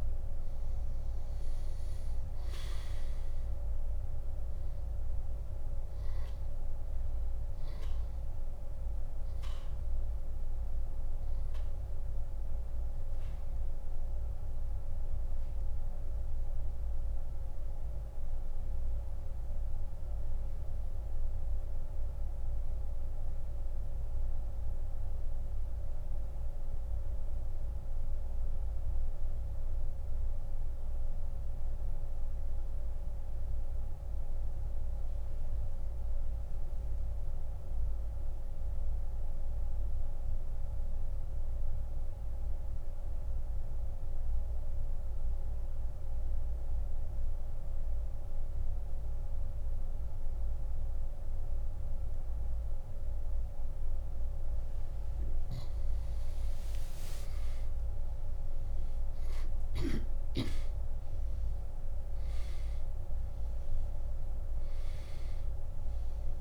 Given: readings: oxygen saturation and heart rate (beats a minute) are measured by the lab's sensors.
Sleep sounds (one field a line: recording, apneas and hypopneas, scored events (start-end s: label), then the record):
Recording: breathing in sleep, hard to hear, by a room microphone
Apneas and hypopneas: 1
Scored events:
14.50-53.00 s: central apnea (oxygen 97% before, 86% lowest)
25.00-49.00 s: oxygen desaturation (device-marked, oxygen 95% before, 89% lowest)
56.00-60.50 s: arousal
63.00-66.41 s: oxygen desaturation (device-marked, oxygen 97% before, 86% lowest)
From the record:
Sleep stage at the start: N2 (light sleep)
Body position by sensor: on the back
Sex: male